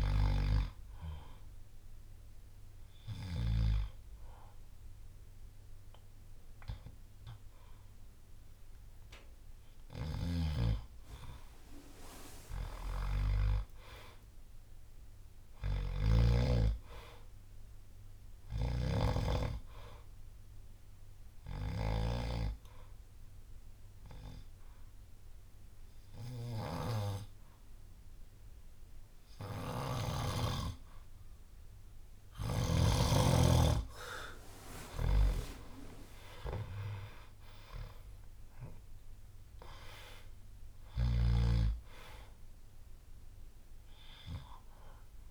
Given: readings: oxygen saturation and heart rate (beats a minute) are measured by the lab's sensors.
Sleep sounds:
breathing in sleep by a room microphone; 2
0.00-18.50 s: oxygen desaturation (device-marked, oxygen 91% lowest, heart rate 57 extreme)
1.00-11.00 s: hypopnea (oxygen 97% before, 91% lowest, heart rate 63 before, 57 extreme, up 13 after)
2.50-6.50 s: bradycardia (device-marked, heart rate 65 before, 59 extreme)
10.00-22.00 s: snoring (device-marked)
10.50-20.50 s: drop in pulse transit time (device-marked, heart rate 65 before, 63 extreme)
13.00-16.50 s: arousal
20.50-31.50 s: obstructive apnea (oxygen 97% before, 91% lowest, heart rate 66 before, 53 extreme, up 12 after)
25.50-32.50 s: bradycardia (device-marked, heart rate 65 before, 58 extreme)
35.50-40.00 s: arousal
39.50-45.31 s: oxygen desaturation (device-marked, oxygen 96% before, 91% lowest, heart rate 62 before, 53 extreme)
From the record:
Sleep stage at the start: N2 (light sleep); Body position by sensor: on the back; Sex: male

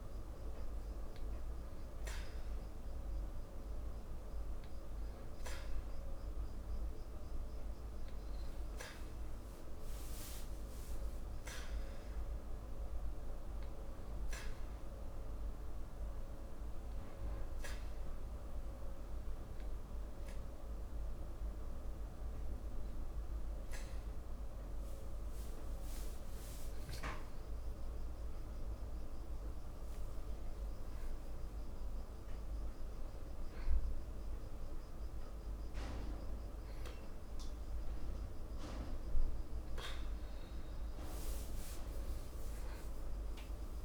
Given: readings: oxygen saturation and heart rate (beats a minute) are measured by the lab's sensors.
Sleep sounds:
breathing in sleep, hard to hear, by a room microphone; 1
15.50-27.00 s: hypopnea (oxygen 95% before, 92% lowest, heart rate 55 before, 55 extreme)
30.00-35.00 s: arousal
From the record:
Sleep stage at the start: N2 (light sleep); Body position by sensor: on the back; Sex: male

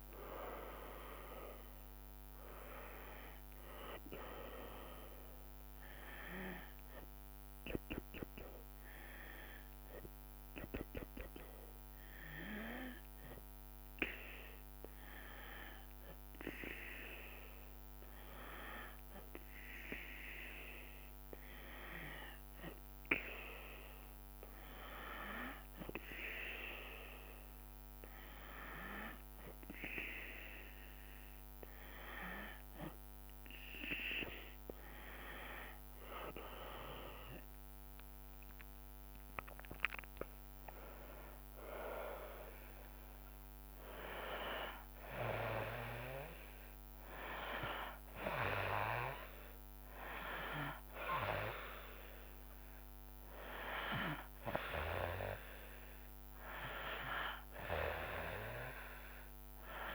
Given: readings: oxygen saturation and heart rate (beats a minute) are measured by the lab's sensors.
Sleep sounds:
breathing in sleep by a microphone on the trachea; none
34.50-46.50 s: drop in pulse transit time (device-marked, heart rate 70 before, 69 extreme)
37.00-41.00 s: arousal
From the record:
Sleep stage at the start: N2 (light sleep); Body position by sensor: on the back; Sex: female

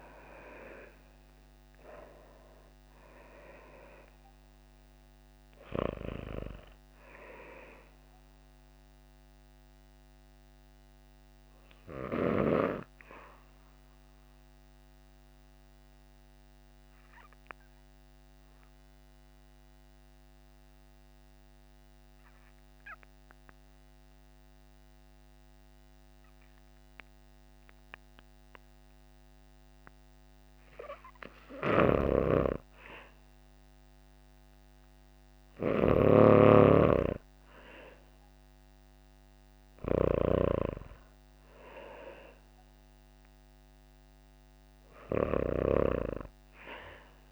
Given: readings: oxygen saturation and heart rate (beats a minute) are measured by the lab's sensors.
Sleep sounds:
breathing in sleep by a microphone on the trachea; 1
0.00-1.50 s: arousal
0.00-25.00 s: oxygen desaturation (device-marked, oxygen 87% lowest, heart rate 54 extreme)
14.00-30.00 s: obstructive apnea (oxygen 97% before, 87% lowest, heart rate 61 before, 53 extreme, up 3 after)
31.00-47.32 s: snoring (device-marked)
33.00-37.00 s: arousal
37.00-47.32 s: oxygen desaturation (device-marked, oxygen 99% before, 92% lowest, heart rate 58 before, 52 extreme)
From the record:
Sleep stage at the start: REM sleep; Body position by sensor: on the back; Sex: female

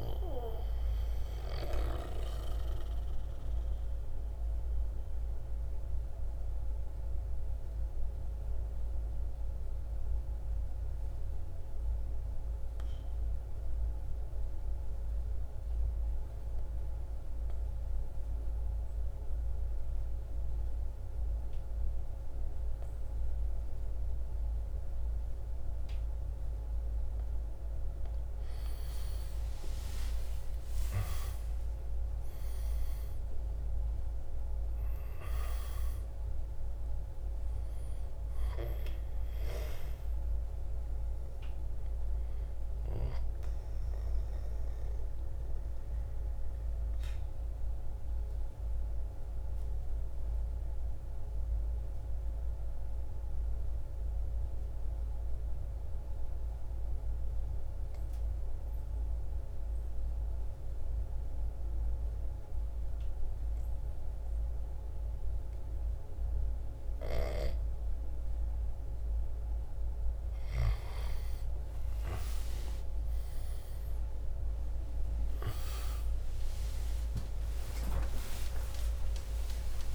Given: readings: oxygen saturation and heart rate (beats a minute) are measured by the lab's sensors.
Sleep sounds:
breathing in sleep by a room microphone; 2
0.00-2.50 s: drop in pulse transit time (device-marked, heart rate 56 extreme)
0.00-16.50 s: oxygen desaturation (device-marked, oxygen 85% lowest, heart rate 52 extreme)
2.00-26.50 s: obstructive apnea (oxygen 98% before, 85% lowest, heart rate 58 before, 52 extreme, up 7 after)
28.00-33.00 s: arousal
31.50-43.50 s: drop in pulse transit time (device-marked, heart rate 54 before, 58 extreme)
40.50-59.50 s: oxygen desaturation (device-marked, oxygen 97% before, 87% lowest, heart rate 58 before, 52 extreme)
42.50-68.00 s: obstructive apnea (oxygen 98% before, 86% lowest, heart rate 58 before, 52 extreme, up 8 after)
62.50-79.95 s: new sleep stage, awake
71.50-79.95 s: oxygen desaturation (device-marked, oxygen 98% before, 89% lowest, heart rate 54 before, 54 extreme)
From the record:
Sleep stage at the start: N2 (light sleep); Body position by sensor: on the right side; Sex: male

